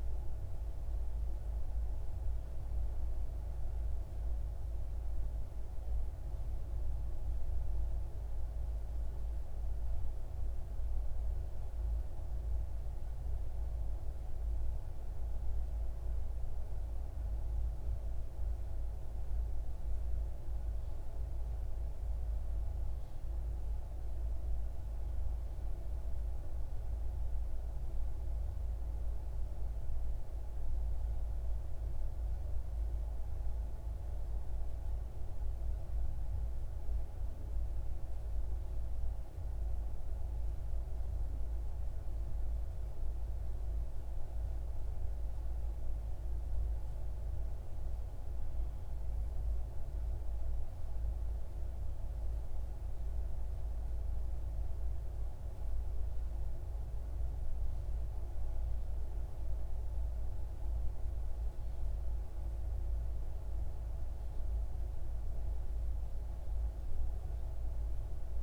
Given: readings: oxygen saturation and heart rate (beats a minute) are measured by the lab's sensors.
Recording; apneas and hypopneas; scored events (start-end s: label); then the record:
breathing in sleep, hard to hear, by a room microphone; none
none scored
From the record:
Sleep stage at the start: N3 (deep sleep); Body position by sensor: on the left side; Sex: male